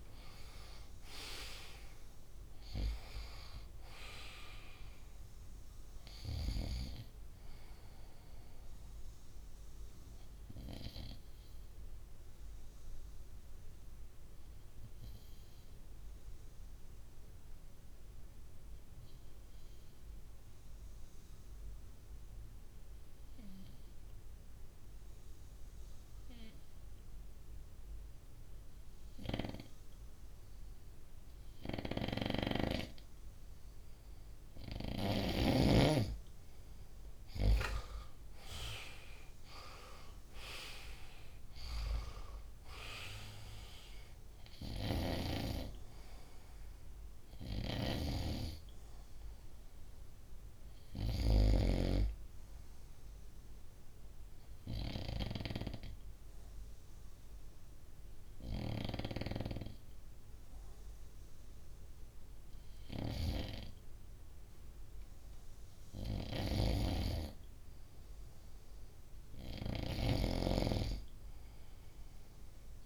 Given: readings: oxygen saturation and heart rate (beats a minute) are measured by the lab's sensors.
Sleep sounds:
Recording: breathing in sleep by a room microphone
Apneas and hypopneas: 2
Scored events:
11.50-33.50 s: obstructive apnea (oxygen 96% before, 93% lowest, heart rate 68 before, 59 extreme, up 8 after)
31.00-35.00 s: snoring (device-marked)
35.00-61.00 s: oxygen desaturation (device-marked, oxygen 98% before, 93% lowest, heart rate 61 before, 64 extreme)
37.50-41.50 s: arousal
47.00-51.00 s: snoring (device-marked)
53.00-66.50 s: obstructive apnea (oxygen 98% before, 93% lowest, heart rate 67 before, 64 extreme, up 1 after)
66.00-72.86 s: snoring (device-marked)
From the record:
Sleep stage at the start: N2 (light sleep)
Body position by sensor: on the front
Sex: male

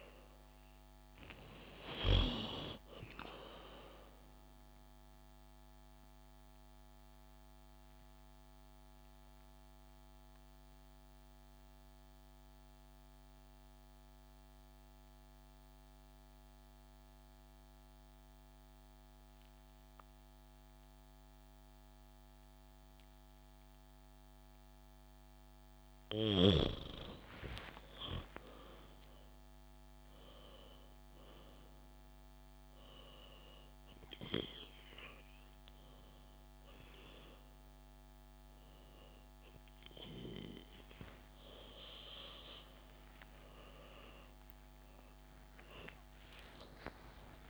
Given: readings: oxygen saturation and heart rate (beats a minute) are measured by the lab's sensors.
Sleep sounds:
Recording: a person partly awake in a sleep study, by a microphone on the trachea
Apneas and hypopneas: 1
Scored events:
5.50-26.00 s: mixed apnea (oxygen 97% before, 93% lowest, heart rate 82 before, 64 extreme, up 15 after)
27.00-47.50 s: new sleep stage, awake
32.00-47.50 s: oxygen desaturation (device-marked, oxygen 98% before, 93% lowest, heart rate 67 before, 58 extreme)
From the record:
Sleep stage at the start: N2 (light sleep)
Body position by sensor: on the back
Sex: female

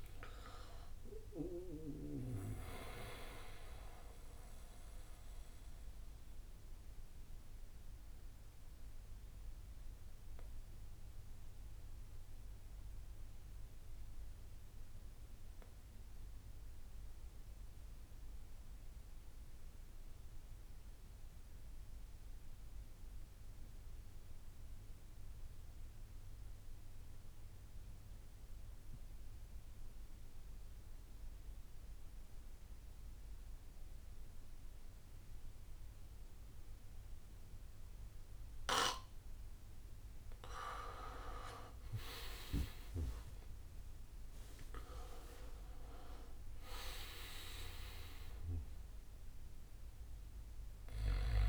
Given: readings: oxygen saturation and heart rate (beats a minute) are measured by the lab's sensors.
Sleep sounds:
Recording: breathing in sleep by a room microphone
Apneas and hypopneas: 1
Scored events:
0.00-4.00 s: drop in pulse transit time (device-marked, heart rate 67 extreme)
0.00-13.00 s: oxygen desaturation (device-marked, oxygen 86% lowest, heart rate 54 extreme)
3.00-27.00 s: bradycardia (device-marked, heart rate 66 before, 54 extreme)
6.00-39.50 s: obstructive apnea (oxygen 97% before, 85% lowest, heart rate 73 before, 52 extreme, up 20 after)
31.00-51.49 s: oxygen desaturation (device-marked, oxygen 98% before, 85% lowest, heart rate 58 before, 52 extreme)
41.50-47.50 s: arousal
45.00-47.00 s: long interval between heartbeats (device-marked, heart rate 61 before, 78 extreme)
45.00-51.49 s: drop in pulse transit time (device-marked, heart rate 61 before, 60 extreme)
From the record:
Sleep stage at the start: N2 (light sleep)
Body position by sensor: on the back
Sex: male

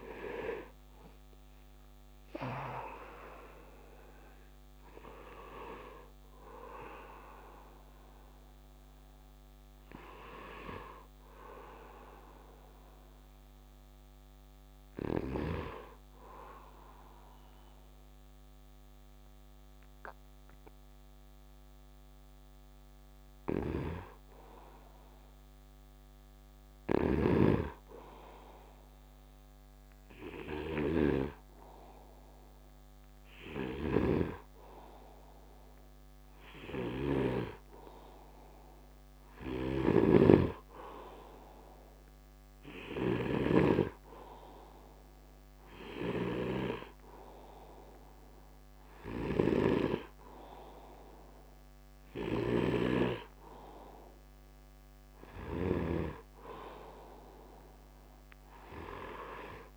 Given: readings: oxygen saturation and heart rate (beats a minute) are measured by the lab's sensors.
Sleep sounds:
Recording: breathing in sleep by a microphone on the trachea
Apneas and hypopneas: 1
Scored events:
0.00-1.50 s: arousal
0.00-16.00 s: oxygen desaturation (device-marked, oxygen 74% lowest, heart rate 73 extreme)
6.00-48.00 s: hypopnea (oxygen 100% before, 74% lowest, heart rate 92 before, 73 extreme, up 2 after)
23.50-56.00 s: snoring (device-marked)
35.00-57.00 s: oxygen desaturation (device-marked, oxygen 99% before, 91% lowest, heart rate 74 before, 76 extreme)
52.00-57.50 s: arousal
From the record:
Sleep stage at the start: N2 (light sleep)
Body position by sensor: on the right side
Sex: male

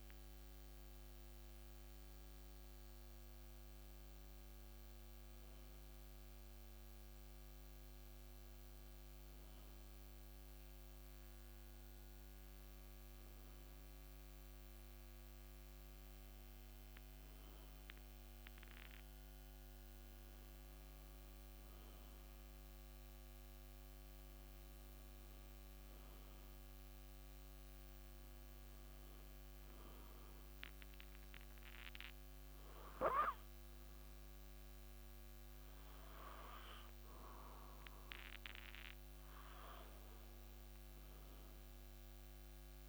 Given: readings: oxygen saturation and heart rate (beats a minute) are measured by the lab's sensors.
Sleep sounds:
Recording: breathing in sleep by a microphone on the trachea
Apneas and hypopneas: none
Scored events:
none scored
From the record:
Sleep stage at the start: N1 (lightest sleep)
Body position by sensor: on the back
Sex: male

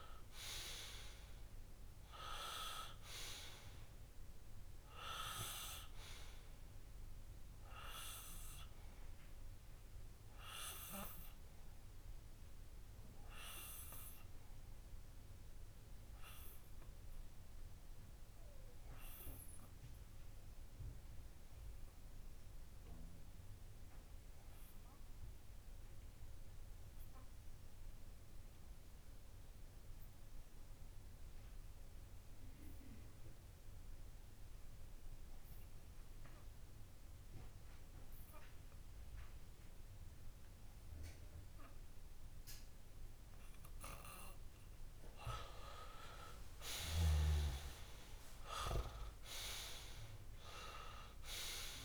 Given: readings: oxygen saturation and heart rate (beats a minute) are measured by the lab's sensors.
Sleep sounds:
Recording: breathing in sleep by a room microphone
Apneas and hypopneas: 1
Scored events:
0.00-7.00 s: oxygen desaturation (device-marked, oxygen 94% lowest)
14.50-44.00 s: obstructive apnea (oxygen 96% before, 94% lowest)
45.00-51.85 s: oxygen desaturation (device-marked, oxygen 99% before, 95% lowest)
46.50-50.00 s: arousal
From the record:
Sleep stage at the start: N2 (light sleep)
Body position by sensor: on the left side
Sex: male

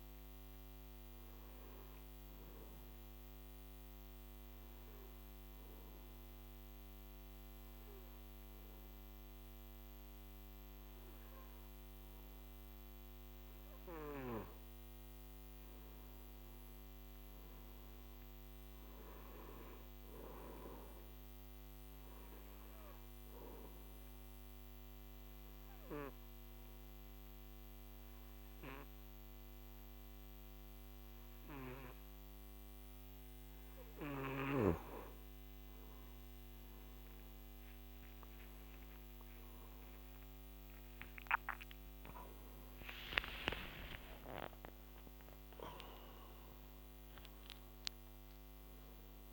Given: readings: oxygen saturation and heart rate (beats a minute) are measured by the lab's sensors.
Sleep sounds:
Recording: breathing in sleep by a microphone on the trachea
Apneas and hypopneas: 2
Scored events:
1.00-16.00 s: oxygen desaturation (device-marked, oxygen 98% before, 93% lowest, heart rate 59 before, 52 extreme)
2.50-14.50 s: hypopnea (oxygen 98% before, 90% lowest, heart rate 59 before, 52 extreme, up 12 after)
16.00-19.50 s: arousal
23.00-34.00 s: obstructive apnea (oxygen 98% before, 90% lowest, heart rate 57 before, 54 extreme, up 18 after)
38.00-49.33 s: oxygen desaturation (device-marked, oxygen 97% before, 90% lowest, heart rate 56 before, 50 extreme)
39.00-43.50 s: arousal
From the record:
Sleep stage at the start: N2 (light sleep)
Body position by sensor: on the back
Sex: male

